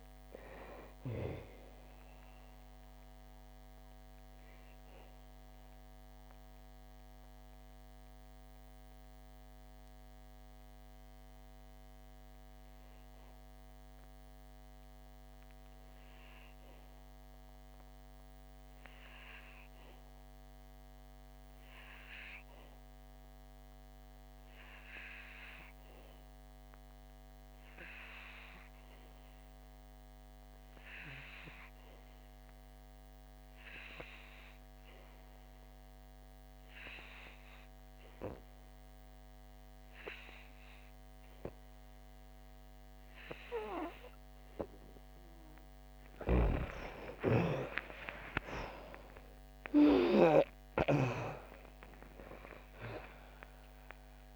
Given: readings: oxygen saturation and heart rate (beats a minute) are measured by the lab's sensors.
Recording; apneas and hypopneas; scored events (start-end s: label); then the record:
breathing in sleep by a microphone on the trachea; 1
0.00-23.00 s: oxygen desaturation (device-marked, oxygen 65% lowest, heart rate 52 extreme)
2.00-45.00 s: mixed apnea (oxygen 97% before, 65% lowest, heart rate 70 before, 60 extreme, up 50 after)
29.00-54.36 s: oxygen desaturation (device-marked, oxygen 97% before, 67% lowest, heart rate 65 before, 56 extreme)
46.00-51.00 s: arousal
From the record:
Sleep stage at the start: REM sleep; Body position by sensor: on the back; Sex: female